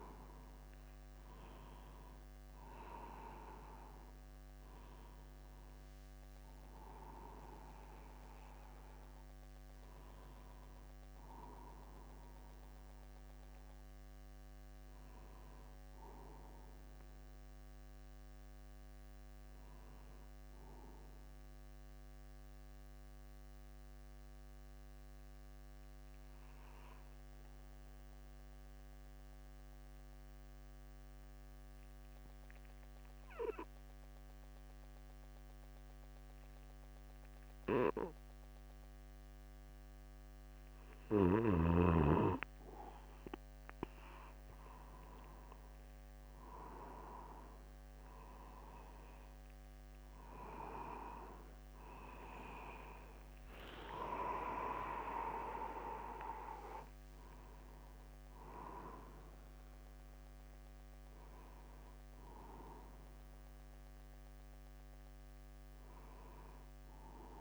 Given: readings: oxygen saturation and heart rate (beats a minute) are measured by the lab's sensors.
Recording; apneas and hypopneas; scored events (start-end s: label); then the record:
breathing in sleep by a microphone on the trachea; 1
21.50-51.50 s: new sleep stage, N2 (light sleep)
23.00-42.00 s: obstructive apnea (oxygen 96% before, 93% lowest, heart rate 50 before, 49 extreme, up 1 after)
48.50-54.00 s: arousal
51.50-67.41 s: new sleep stage, N1 (lightest sleep)
53.00-55.00 s: long interval between heartbeats (device-marked, heart rate 50 before, 58 extreme)
55.00-57.00 s: long interval between heartbeats (device-marked, heart rate 50 before, 76 extreme)
From the record:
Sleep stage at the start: N1 (lightest sleep); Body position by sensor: upright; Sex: male